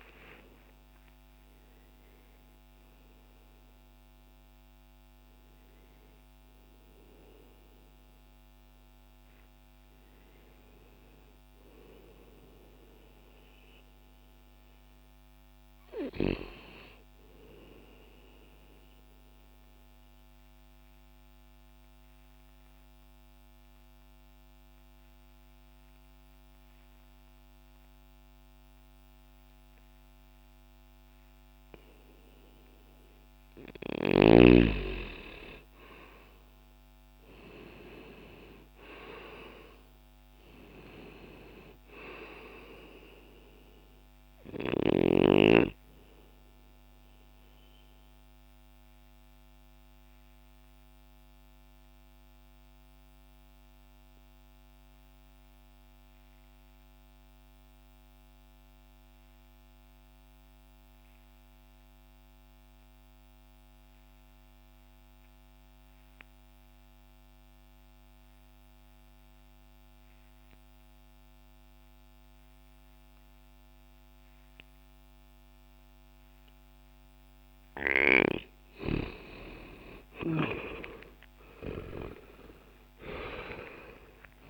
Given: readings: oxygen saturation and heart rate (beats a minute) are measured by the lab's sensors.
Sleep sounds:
breathing in sleep by a microphone on the trachea; 2
4.00-12.00 s: oxygen desaturation (device-marked, oxygen 94% before, 90% lowest, heart rate 107 before, 60 extreme)
18.00-31.50 s: obstructive apnea (oxygen 99% before, 84% lowest, heart rate 75 before, 60 extreme, up 0 after)
18.00-84.50 s: new sleep stage, N2 (light sleep)
26.00-69.00 s: oxygen desaturation (device-marked, oxygen 99% before, 84% lowest, heart rate 63 before, 60 extreme)
34.00-39.50 s: arousal
46.00-77.50 s: obstructive apnea (oxygen 99% before, 83% lowest, heart rate 60 before, 60 extreme, up 59 after)
71.00-84.50 s: oxygen desaturation (device-marked, oxygen 97% before, 88% lowest, heart rate 60 before, 60 extreme)
80.00-84.50 s: arousal
From the record:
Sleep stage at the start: N1 (lightest sleep); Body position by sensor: on the left side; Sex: male

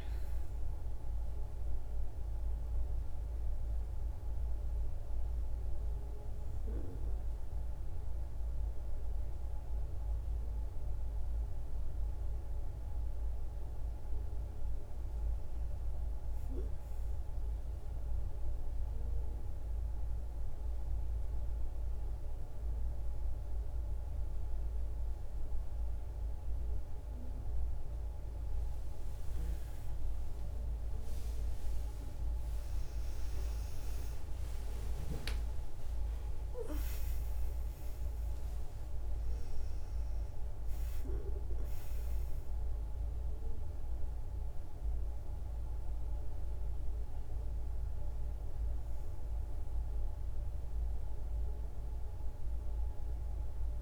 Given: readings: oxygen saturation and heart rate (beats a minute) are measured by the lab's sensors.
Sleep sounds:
breathing in sleep, hard to hear, by a room microphone; none
0.00-14.00 s: oxygen desaturation (device-marked, oxygen 89% lowest, heart rate 65 extreme)
33.00-38.00 s: arousal
From the record:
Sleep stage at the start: N1 (lightest sleep); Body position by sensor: on the back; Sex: female

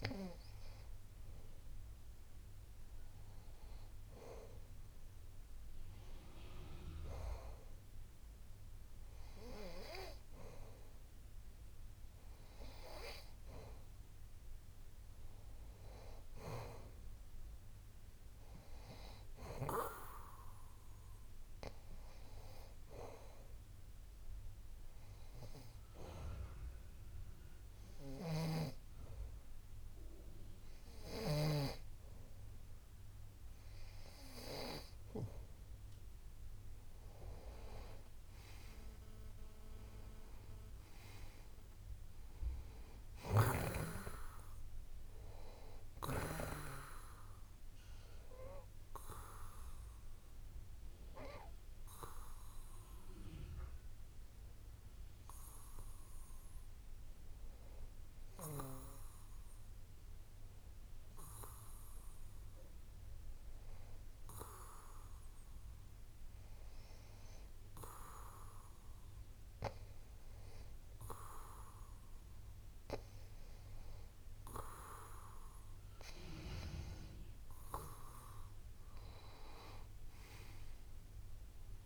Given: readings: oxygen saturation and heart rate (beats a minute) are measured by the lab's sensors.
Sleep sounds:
breathing in sleep by a room microphone; 2
0.00-2.50 s: arousal
10.00-11.00 s: oxygen desaturation (device-marked, oxygen 95% before, 94% lowest)
26.00-37.00 s: hypopnea (oxygen 95% before, 91% lowest)
28.50-32.00 s: snoring (device-marked)
38.50-43.00 s: arousal
50.00-76.50 s: hypopnea (oxygen 93% before, 91% lowest)
79.00-81.86 s: oxygen desaturation (device-marked, oxygen 95% before, 91% lowest)
80.50-81.86 s: arousal
From the record:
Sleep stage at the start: N2 (light sleep); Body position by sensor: on the back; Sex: male

